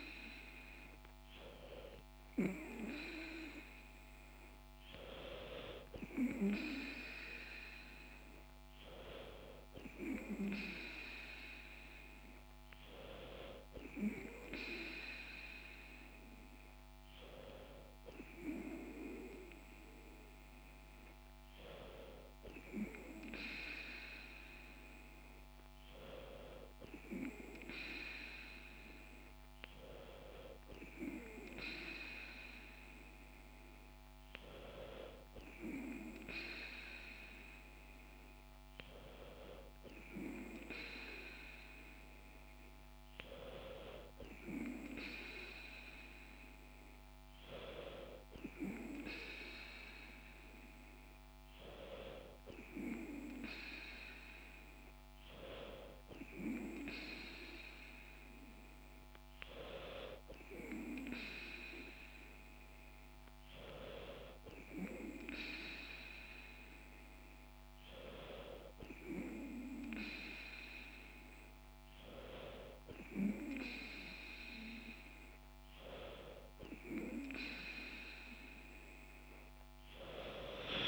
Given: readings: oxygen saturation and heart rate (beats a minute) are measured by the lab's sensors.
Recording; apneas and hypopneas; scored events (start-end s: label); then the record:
breathing in sleep by a microphone on the trachea; none
3.00-8.00 s: bradycardia (device-marked, heart rate 68 before, 59 extreme)
From the record:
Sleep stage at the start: N2 (light sleep); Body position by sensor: on the back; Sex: female